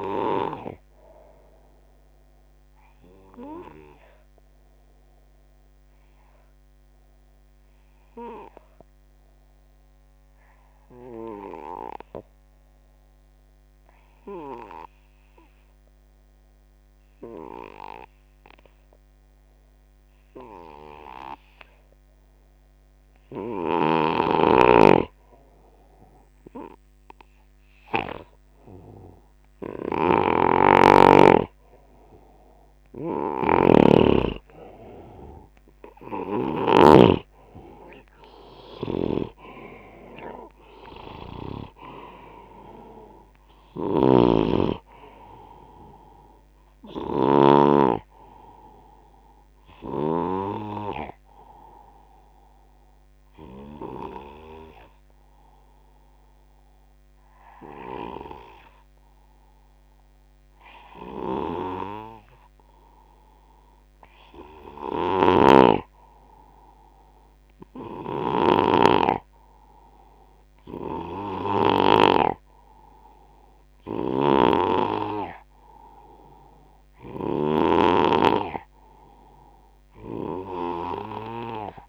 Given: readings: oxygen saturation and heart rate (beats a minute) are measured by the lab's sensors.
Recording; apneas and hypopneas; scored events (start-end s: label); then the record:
breathing in sleep by a microphone on the trachea; 2
1.50-24.00 s: obstructive apnea (oxygen 99% before, 87% lowest, heart rate 81 before, 68 extreme, up 7 after)
3.00-16.00 s: oxygen desaturation (device-marked, oxygen 96% before, 92% lowest, heart rate 82 before, 68 extreme)
23.00-49.00 s: oxygen desaturation (device-marked, oxygen 98% before, 87% lowest, heart rate 79 before, 68 extreme)
23.50-36.50 s: snoring (device-marked)
26.50-29.50 s: arousal
38.50-47.50 s: snoring (device-marked)
51.00-63.50 s: obstructive apnea (oxygen 98% before, 89% lowest, heart rate 76 before, 71 extreme, up 7 after)
64.50-69.50 s: arousal
65.00-68.50 s: snoring (device-marked)
70.50-81.89 s: snoring (device-marked)
79.00-81.89 s: oxygen desaturation (device-marked, oxygen 97% before, 91% lowest, heart rate 75 before, 68 extreme)
From the record:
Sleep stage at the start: N2 (light sleep); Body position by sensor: on the left side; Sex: male